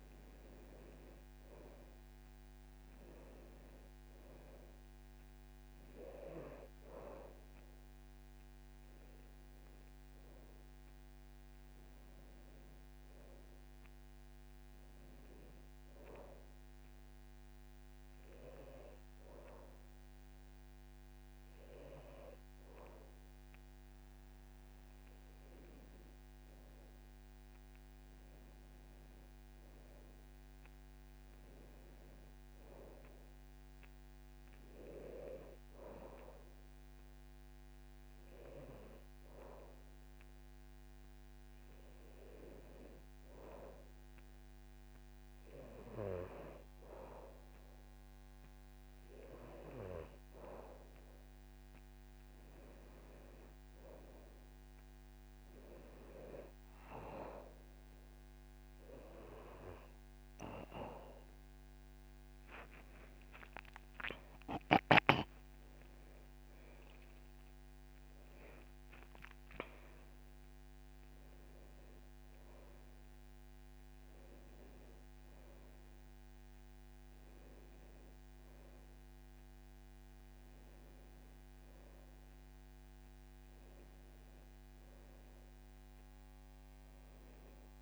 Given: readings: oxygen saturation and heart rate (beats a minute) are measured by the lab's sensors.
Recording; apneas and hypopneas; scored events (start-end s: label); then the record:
breathing in sleep by a microphone on the trachea; 1
2.00-24.00 s: oxygen desaturation (device-marked, oxygen 98% before, 92% lowest, heart rate 73 before, 72 extreme)
17.00-28.50 s: hypopnea (oxygen 98% before, 92% lowest, heart rate 76 before, 72 extreme, up 4 after)
30.00-33.50 s: arousal
63.50-68.50 s: arousal
From the record:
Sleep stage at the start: N2 (light sleep); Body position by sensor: on the back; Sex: male